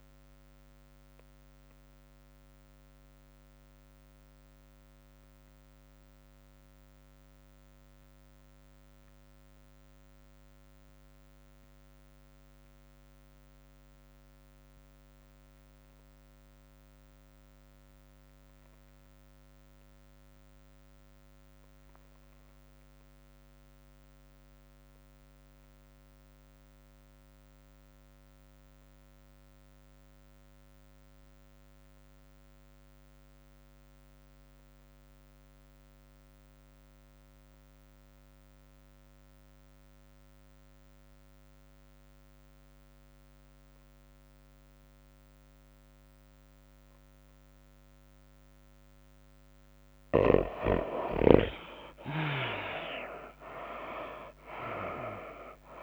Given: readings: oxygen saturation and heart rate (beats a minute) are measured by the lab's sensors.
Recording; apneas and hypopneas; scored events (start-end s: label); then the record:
breathing in sleep by a microphone on the trachea; 1
0.00-5.50 s: tachycardia (device-marked, heart rate 105 extreme)
0.00-6.50 s: oxygen desaturation (device-marked, oxygen 79% lowest, heart rate 89 extreme)
0.50-49.50 s: obstructive apnea (oxygen 99% before, 62% lowest, heart rate 102 before, 60 extreme, up 39 after)
11.50-55.83 s: oxygen desaturation (device-marked, oxygen 97% before, 62% lowest, heart rate 103 before, 60 extreme)
30.00-32.00 s: long interval between heartbeats (device-marked, heart rate 94 before, 89 extreme)
52.00-55.83 s: arousal
54.50-55.83 s: drop in pulse transit time (device-marked, heart rate 66 before, 84 extreme)
54.50-55.83 s: tachycardia (device-marked, heart rate 96 before, 114 extreme)
From the record:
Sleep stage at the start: REM sleep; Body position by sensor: on the back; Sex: female